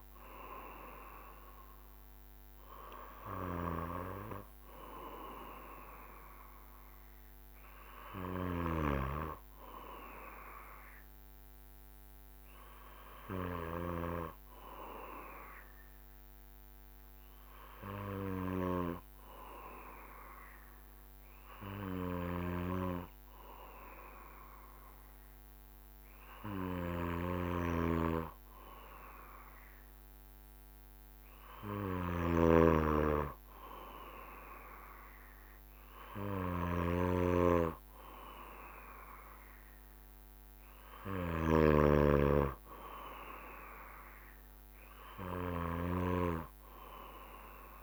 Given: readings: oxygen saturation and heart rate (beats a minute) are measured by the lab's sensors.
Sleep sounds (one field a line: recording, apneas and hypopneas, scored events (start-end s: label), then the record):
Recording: breathing in sleep by a microphone on the trachea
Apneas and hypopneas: 1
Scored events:
14.50-29.00 s: obstructive apnea (oxygen 95% before, 94% lowest, heart rate 68 before, 66 extreme, up 2 after)
29.50-33.00 s: arousal
From the record:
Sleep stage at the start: N2 (light sleep)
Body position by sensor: on the back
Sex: male